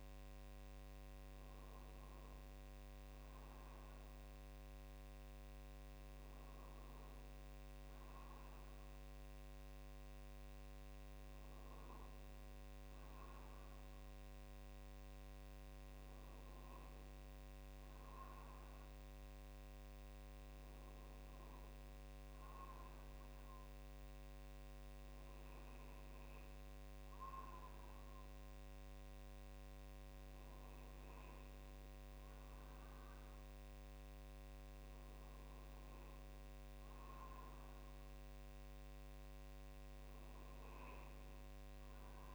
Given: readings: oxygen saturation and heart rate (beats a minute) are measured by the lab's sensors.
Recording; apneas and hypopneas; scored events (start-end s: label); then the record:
breathing in sleep, hard to hear, by a microphone on the trachea; none
none scored
From the record:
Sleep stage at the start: N2 (light sleep); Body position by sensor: on the right side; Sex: male